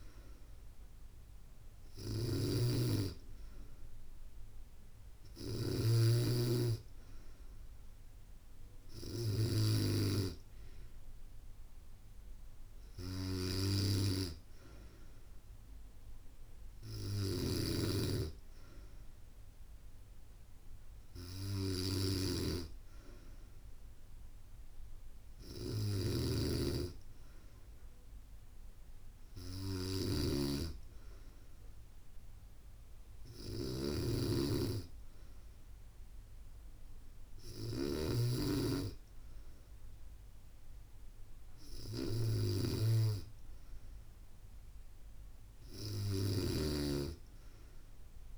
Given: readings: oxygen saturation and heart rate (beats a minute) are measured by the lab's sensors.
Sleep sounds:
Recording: breathing in sleep by a room microphone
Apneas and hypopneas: none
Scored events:
0.00-48.38 s: snoring (device-marked)
24.00-48.38 s: new sleep stage, N3 (deep sleep)
From the record:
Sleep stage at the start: N2 (light sleep)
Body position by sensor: on the back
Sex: female

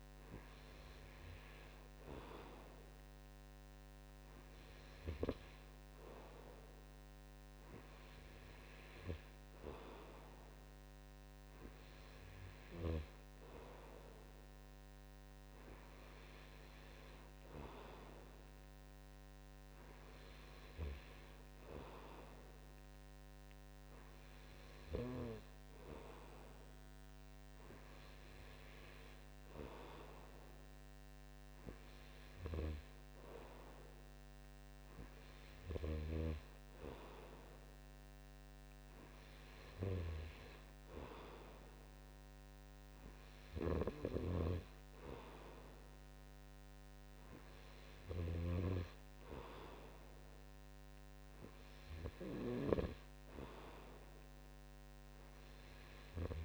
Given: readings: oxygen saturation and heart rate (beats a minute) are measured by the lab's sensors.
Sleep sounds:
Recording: breathing in sleep by a microphone on the trachea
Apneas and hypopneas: none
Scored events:
none scored
From the record:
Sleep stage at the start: N2 (light sleep)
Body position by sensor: on the right side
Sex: male

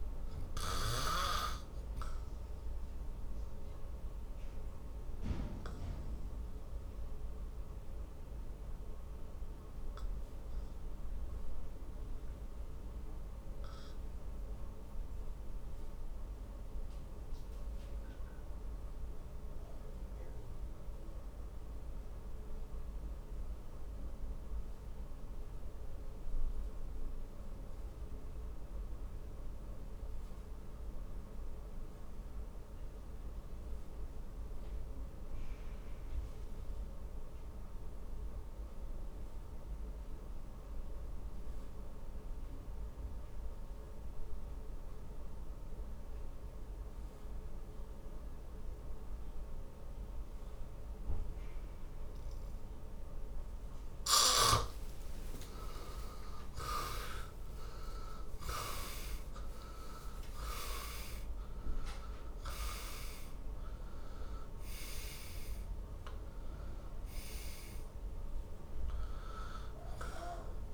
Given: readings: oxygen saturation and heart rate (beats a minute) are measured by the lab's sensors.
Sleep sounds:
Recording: breathing in sleep by a room microphone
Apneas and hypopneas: 1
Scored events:
0.00-44.00 s: oxygen desaturation (device-marked, oxygen 76% lowest, heart rate 46 extreme)
4.00-53.00 s: obstructive apnea (oxygen 99% before, 67% lowest, heart rate 58 before, 46 extreme, up 32 after)
54.50-58.50 s: arousal
From the record:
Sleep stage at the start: N2 (light sleep)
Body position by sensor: on the back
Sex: male

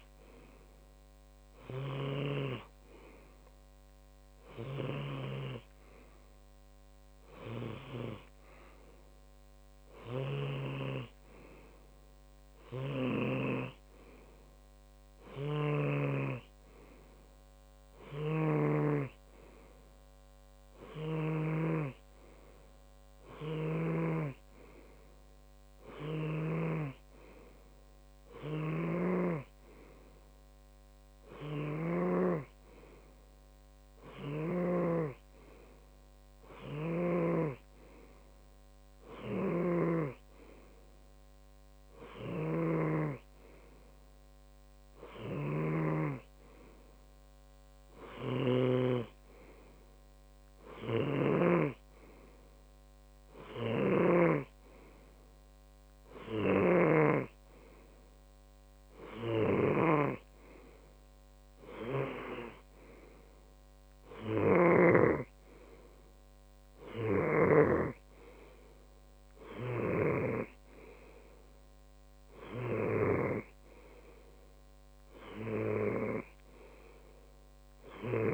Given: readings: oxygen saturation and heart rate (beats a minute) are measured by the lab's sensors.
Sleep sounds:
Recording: breathing in sleep by a microphone on the trachea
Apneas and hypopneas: none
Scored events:
1.00-3.00 s: long interval between heartbeats (device-marked, heart rate 74 before, 67 extreme)
7.00-9.00 s: long interval between heartbeats (device-marked, heart rate 65 before, 38 extreme)
11.00-17.00 s: snoring (device-marked)
19.00-22.50 s: snoring (device-marked)
29.50-33.00 s: snoring (device-marked)
40.00-49.50 s: snoring (device-marked)
51.50-58.00 s: snoring (device-marked)
57.00-63.00 s: tachycardia (device-marked, heart rate 56 before, 112 extreme)
65.00-68.50 s: snoring (device-marked)
68.00-70.00 s: tachycardia (device-marked)
72.00-74.00 s: long interval between heartbeats (device-marked, heart rate 67 before, 76 extreme)
77.00-78.34 s: long interval between heartbeats (device-marked, heart rate 69 before, 66 extreme)
From the record:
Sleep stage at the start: N2 (light sleep)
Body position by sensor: on the left side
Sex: male

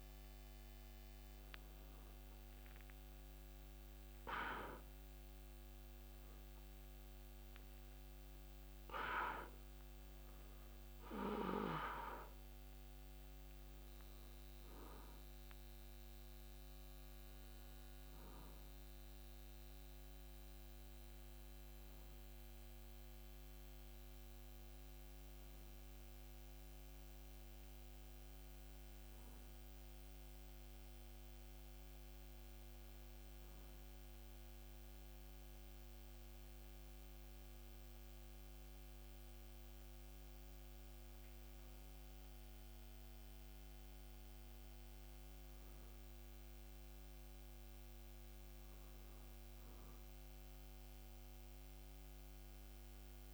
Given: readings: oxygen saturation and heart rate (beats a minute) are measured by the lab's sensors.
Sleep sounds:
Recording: breathing in sleep, hard to hear, by a microphone on the trachea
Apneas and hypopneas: none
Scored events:
0.50-3.50 s: arousal
From the record:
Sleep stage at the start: N2 (light sleep)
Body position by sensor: on the back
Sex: male

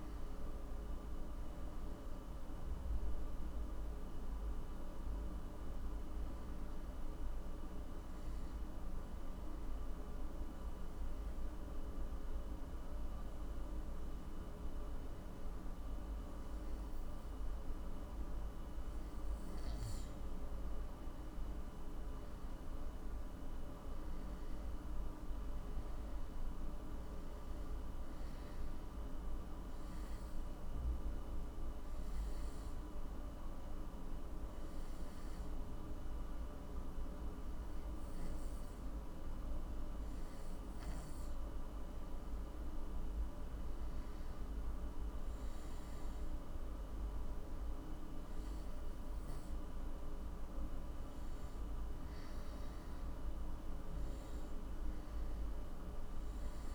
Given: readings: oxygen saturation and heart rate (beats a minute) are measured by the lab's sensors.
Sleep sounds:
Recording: breathing in sleep, hard to hear, by a room microphone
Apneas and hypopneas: 2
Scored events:
0.00-11.00 s: oxygen desaturation (device-marked, oxygen 93% lowest, heart rate 50 extreme)
9.00-21.50 s: obstructive apnea (oxygen 96% before, 94% lowest, heart rate 59 before, 50 extreme, up 6 after)
22.50-26.00 s: arousal
27.00-35.00 s: oxygen desaturation (device-marked, oxygen 97% before, 94% lowest, heart rate 60 before, 51 extreme)
29.00-42.50 s: obstructive apnea (oxygen 97% before, 93% lowest, heart rate 59 before, 51 extreme, up 10 after)
44.00-46.50 s: arousal
From the record:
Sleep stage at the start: N2 (light sleep)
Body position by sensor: on the back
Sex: male

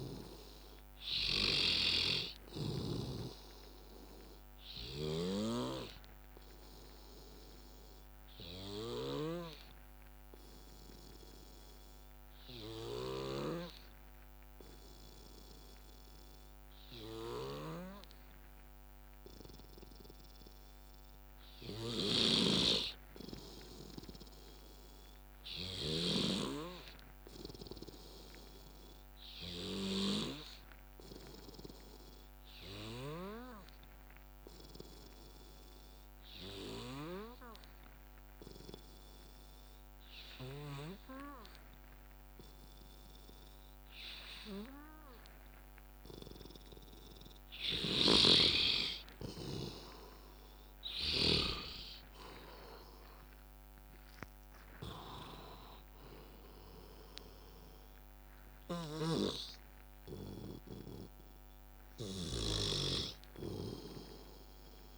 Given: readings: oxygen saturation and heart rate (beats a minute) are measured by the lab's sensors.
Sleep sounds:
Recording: breathing in sleep by a microphone on the trachea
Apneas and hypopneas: 2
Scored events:
0.00-5.00 s: snoring (device-marked)
0.00-16.00 s: oxygen desaturation (device-marked, oxygen 91% lowest, heart rate 57 extreme)
7.00-20.00 s: obstructive apnea (oxygen 98% before, 88% lowest, heart rate 64 before, 58 extreme, up 5 after)
8.00-14.00 s: bradycardia (device-marked, heart rate 64 before, 57 extreme)
21.50-26.00 s: snoring (device-marked)
23.00-27.00 s: arousal
27.00-40.00 s: oxygen desaturation (device-marked, oxygen 97% before, 93% lowest, heart rate 60 before, 59 extreme)
33.50-48.00 s: obstructive apnea (oxygen 97% before, 88% lowest, heart rate 61 before, 56 extreme, up 19 after)
45.00-64.98 s: oxygen desaturation (device-marked, oxygen 94% before, 88% lowest, heart rate 63 before, 56 extreme)
47.50-51.50 s: snoring (device-marked)
50.50-55.50 s: arousal
51.00-63.00 s: drop in pulse transit time (device-marked, heart rate 63 before, 65 extreme)
58.50-64.98 s: snoring (device-marked)
From the record:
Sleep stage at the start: N2 (light sleep)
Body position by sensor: on the back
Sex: male

